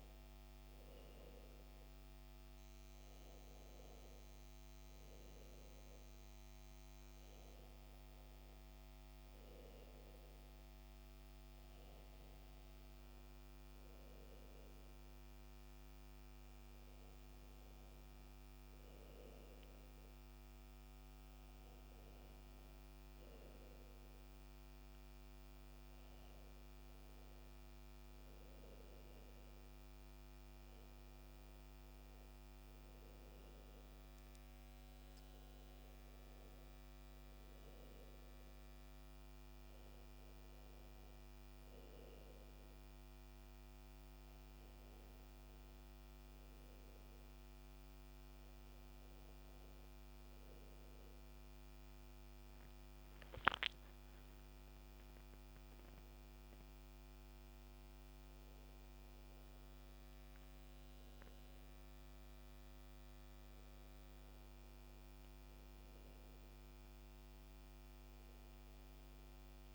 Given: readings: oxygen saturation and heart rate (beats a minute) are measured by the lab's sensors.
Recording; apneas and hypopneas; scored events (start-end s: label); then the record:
breathing in sleep, hard to hear, by a microphone on the trachea; none
50.50-54.50 s: arousal
From the record:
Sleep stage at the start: N2 (light sleep); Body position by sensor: on the back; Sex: male